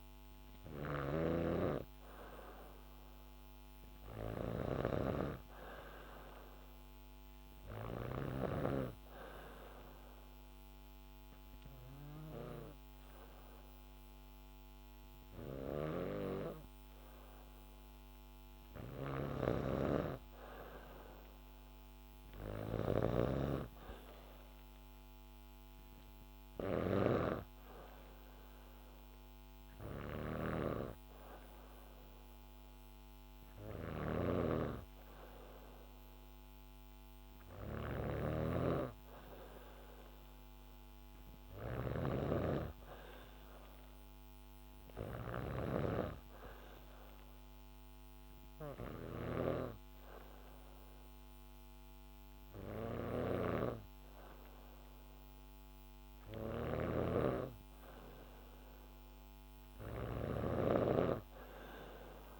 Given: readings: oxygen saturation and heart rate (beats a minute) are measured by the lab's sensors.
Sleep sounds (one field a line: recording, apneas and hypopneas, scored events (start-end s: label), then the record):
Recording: breathing in sleep by a microphone on the trachea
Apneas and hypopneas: 1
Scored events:
0.00-8.00 s: snoring (device-marked)
9.00-19.50 s: obstructive apnea (oxygen 96% before, 94% lowest, heart rate 71 before, 68 extreme, up 1 after)
11.50-20.50 s: oxygen desaturation (device-marked, oxygen 97% before, 94% lowest, heart rate 71 before, 68 extreme)
18.50-62.40 s: snoring (device-marked)
21.50-25.00 s: arousal
From the record:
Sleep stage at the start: N2 (light sleep)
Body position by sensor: on the back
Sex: female